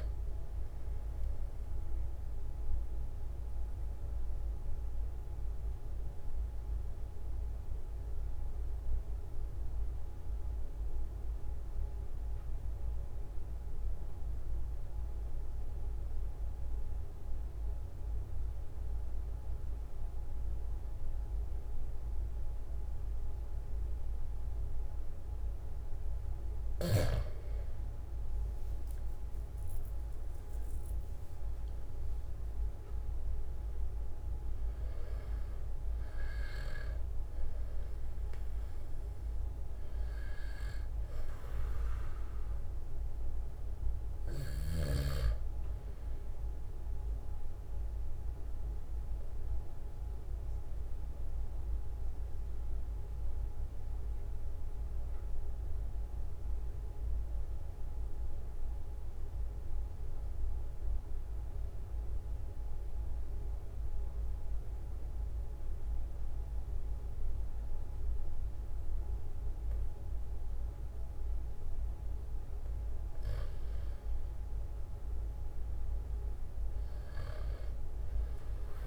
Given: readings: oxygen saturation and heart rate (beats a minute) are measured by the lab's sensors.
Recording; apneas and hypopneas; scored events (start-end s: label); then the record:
breathing in sleep, hard to hear, by a room microphone; 2
2.00-26.50 s: obstructive apnea (oxygen 97% before, 92% lowest, heart rate 45 before, 41 extreme, up 7 after)
29.50-33.50 s: arousal
48.50-73.00 s: mixed apnea (oxygen 97% before, 92% lowest, heart rate 47 before, 42 extreme, up 5 after)
75.00-78.87 s: arousal
From the record:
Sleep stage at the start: N2 (light sleep); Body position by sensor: on the back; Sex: male